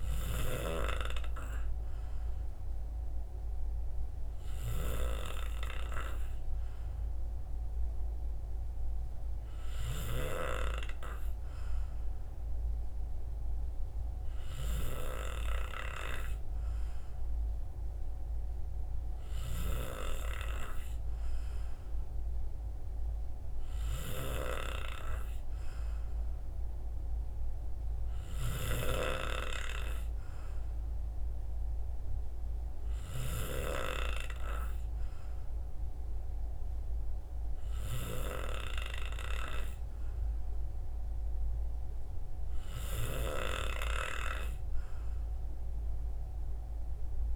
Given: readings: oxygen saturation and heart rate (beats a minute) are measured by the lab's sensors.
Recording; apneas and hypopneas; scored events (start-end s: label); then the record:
breathing in sleep by a room microphone; none
8.50-47.36 s: new sleep stage, N3 (deep sleep)
From the record:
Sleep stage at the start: N2 (light sleep); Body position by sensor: on the right side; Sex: male